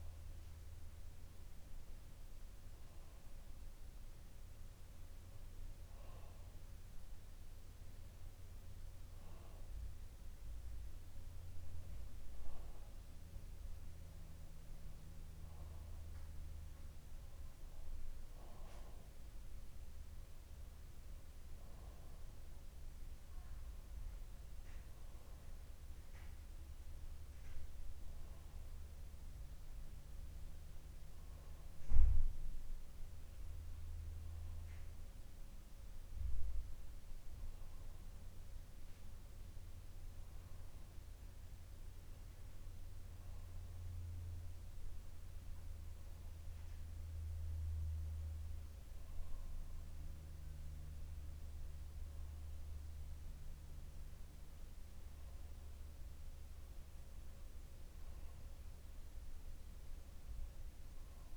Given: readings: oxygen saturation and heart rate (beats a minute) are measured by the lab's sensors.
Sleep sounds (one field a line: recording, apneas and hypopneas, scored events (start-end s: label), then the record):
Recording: breathing in sleep, hard to hear, by a room microphone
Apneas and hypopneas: none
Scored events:
none scored
From the record:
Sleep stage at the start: N2 (light sleep)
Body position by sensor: on the back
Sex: male